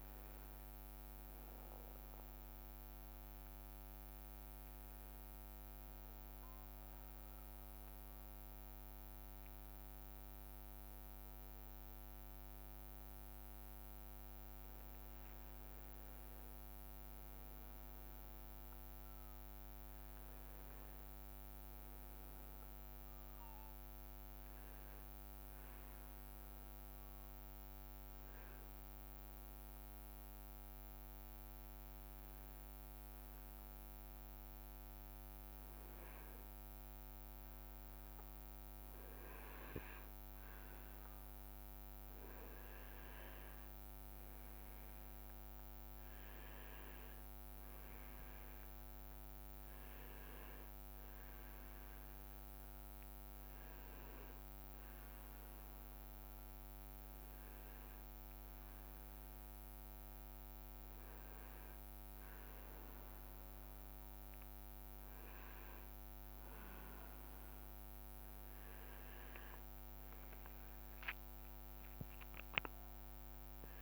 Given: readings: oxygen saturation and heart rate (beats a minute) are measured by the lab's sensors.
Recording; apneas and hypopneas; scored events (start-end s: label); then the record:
breathing in sleep, hard to hear, by a microphone on the trachea; 3
6.50-16.50 s: obstructive apnea (oxygen 99% before, 95% lowest, heart rate 82 before, 61 extreme, up 10 after)
18.50-22.50 s: arousal
26.50-39.00 s: hypopnea (oxygen 98% before, 95% lowest, heart rate 66 before, 63 extreme, up 1 after)
43.50-48.00 s: arousal
57.50-67.50 s: hypopnea (oxygen 97% before, 95% lowest, heart rate 65 before, 64 extreme, up 8 after)
70.00-73.82 s: arousal
From the record:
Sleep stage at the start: N2 (light sleep); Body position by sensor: on the back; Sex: male